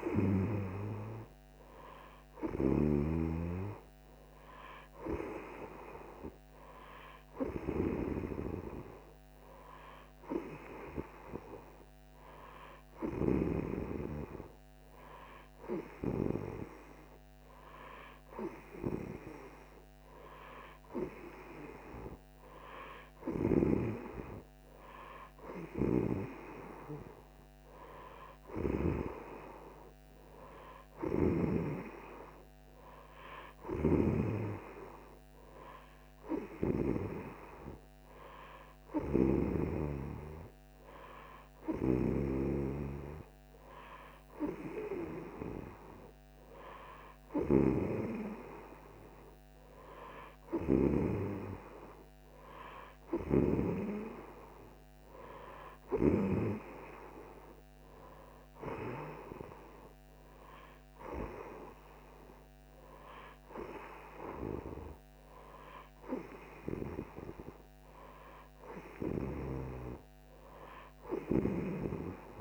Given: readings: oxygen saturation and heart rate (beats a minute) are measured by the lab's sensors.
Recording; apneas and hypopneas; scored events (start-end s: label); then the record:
breathing in sleep by a microphone on the trachea; none
41.50-47.50 s: snoring (device-marked)
From the record:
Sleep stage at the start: N3 (deep sleep); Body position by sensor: on the right side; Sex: female